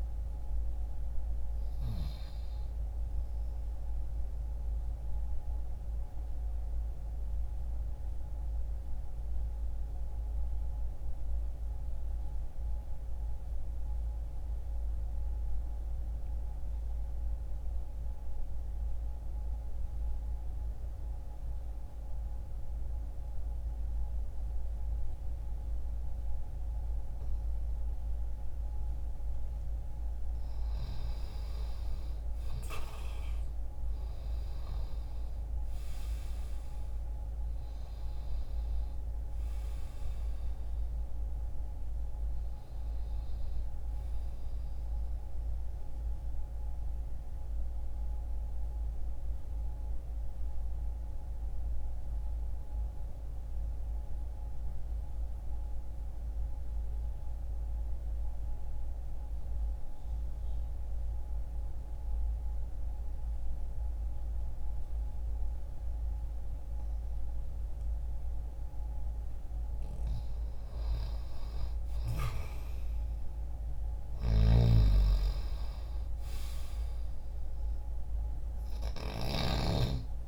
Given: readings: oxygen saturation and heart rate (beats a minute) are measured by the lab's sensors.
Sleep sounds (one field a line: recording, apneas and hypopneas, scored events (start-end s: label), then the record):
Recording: breathing in sleep, hard to hear, by a room microphone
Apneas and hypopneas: 2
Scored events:
3.00-28.50 s: mixed apnea (oxygen 96% before, 84% lowest, heart rate 61 before, 60 extreme, up 0 after)
6.50-20.50 s: oxygen desaturation (device-marked, oxygen 93% before, 86% lowest, heart rate 61 before, 60 extreme)
27.50-66.50 s: oxygen desaturation (device-marked, oxygen 97% before, 84% lowest, heart rate 60 before, 60 extreme)
30.50-34.50 s: arousal
45.00-68.50 s: mixed apnea (oxygen 97% before, 84% lowest, heart rate 60 before, 60 extreme, up 0 after)
70.00-74.50 s: arousal
73.50-79.00 s: snoring (device-marked)
From the record:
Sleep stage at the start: N2 (light sleep)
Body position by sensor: on the left side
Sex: male